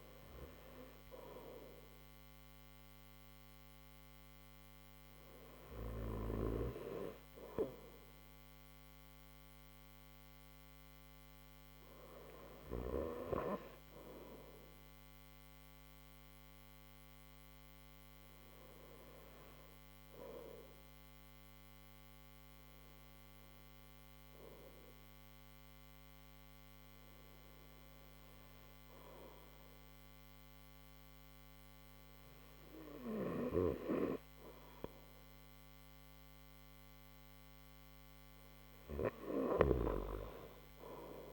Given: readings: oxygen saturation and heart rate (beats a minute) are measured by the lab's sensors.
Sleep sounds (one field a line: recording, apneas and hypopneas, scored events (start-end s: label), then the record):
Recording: breathing in sleep by a microphone on the trachea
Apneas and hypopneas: none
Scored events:
none scored
From the record:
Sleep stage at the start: N3 (deep sleep)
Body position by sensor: on the right side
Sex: male